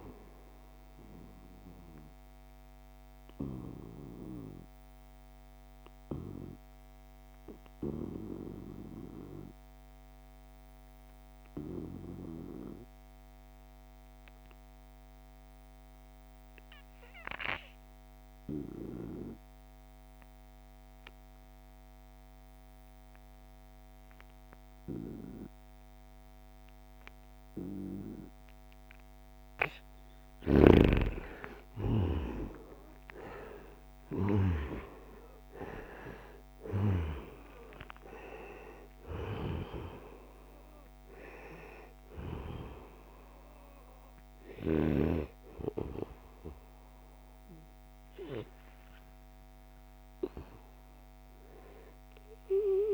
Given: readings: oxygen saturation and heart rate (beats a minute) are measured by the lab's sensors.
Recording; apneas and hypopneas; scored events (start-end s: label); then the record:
breathing in sleep by a microphone on the trachea; 1
0.00-8.00 s: oxygen desaturation (device-marked, oxygen 90% lowest, heart rate 63 extreme)
2.00-28.50 s: obstructive apnea (oxygen 97% before, 87% lowest, heart rate 75 before, 63 extreme, up 10 after)
23.00-50.00 s: oxygen desaturation (device-marked, oxygen 96% before, 87% lowest, heart rate 71 before, 64 extreme)
30.50-35.50 s: arousal
From the record:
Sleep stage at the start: N2 (light sleep); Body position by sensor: on the right side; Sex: male